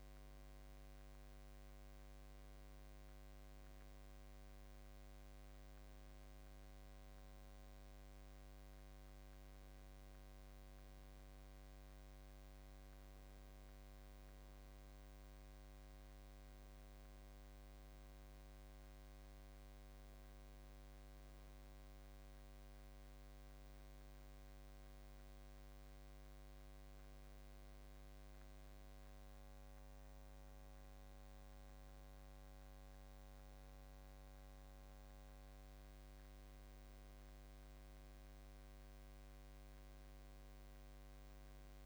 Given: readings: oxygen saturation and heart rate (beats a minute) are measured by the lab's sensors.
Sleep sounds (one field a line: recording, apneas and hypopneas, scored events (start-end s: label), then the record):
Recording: breathing in sleep, hard to hear, by a microphone on the trachea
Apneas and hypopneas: none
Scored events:
none scored
From the record:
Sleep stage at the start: N1 (lightest sleep)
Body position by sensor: on the back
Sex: male